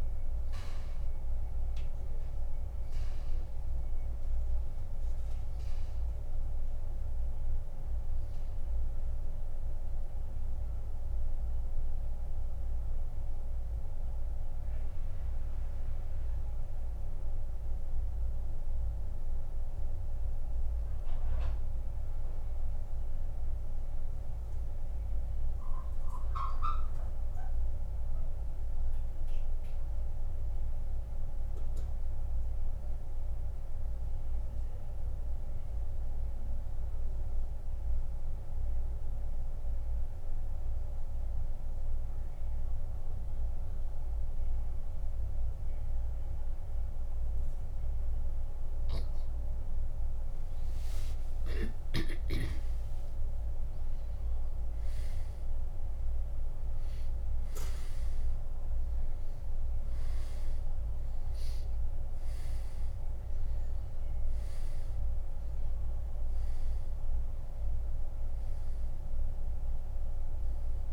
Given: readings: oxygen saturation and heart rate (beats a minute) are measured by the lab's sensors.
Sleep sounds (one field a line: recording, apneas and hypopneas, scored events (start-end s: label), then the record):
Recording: breathing in sleep, hard to hear, by a room microphone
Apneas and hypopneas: 1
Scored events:
14.00-47.00 s: mixed apnea (oxygen 98% before, 84% lowest, heart rate 87 before, 71 extreme, up 24 after)
17.00-45.00 s: oxygen desaturation (device-marked, oxygen 95% before, 87% lowest, heart rate 87 before, 71 extreme)
50.50-54.50 s: arousal
60.00-70.93 s: oxygen desaturation (device-marked, oxygen 97% before, 93% lowest, heart rate 84 before, 69 extreme)
From the record:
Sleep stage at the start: N2 (light sleep)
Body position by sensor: on the back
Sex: male